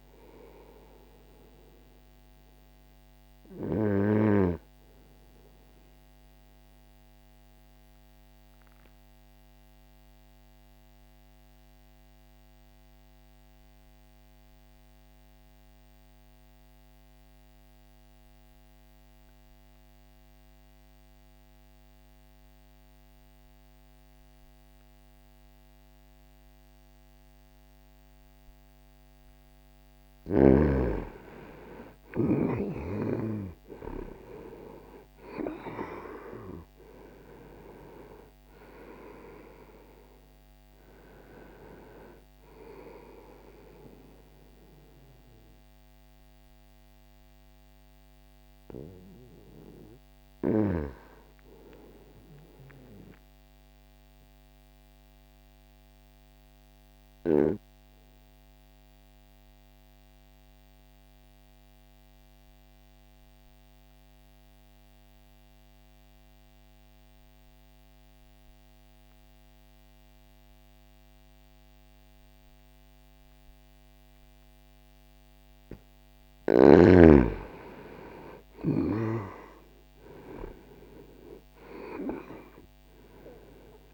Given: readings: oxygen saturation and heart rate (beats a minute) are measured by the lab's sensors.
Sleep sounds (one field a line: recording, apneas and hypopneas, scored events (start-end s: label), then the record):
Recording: breathing in sleep by a microphone on the trachea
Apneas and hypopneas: 2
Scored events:
0.00-4.00 s: oxygen desaturation (device-marked, oxygen 93% lowest, heart rate 60 extreme)
5.50-28.00 s: obstructive apnea (oxygen 98% before, 91% lowest, heart rate 62 before, 60 extreme, up 0 after)
29.00-34.50 s: arousal
52.00-74.50 s: obstructive apnea (oxygen 98% before, 90% lowest, heart rate 60 before, 60 extreme, up 2 after)
63.00-67.00 s: oxygen desaturation (device-marked, oxygen 94% before, 91% lowest, heart rate 60 before, 60 extreme)
77.00-82.00 s: arousal
From the record:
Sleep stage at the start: REM sleep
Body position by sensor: on the right side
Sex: male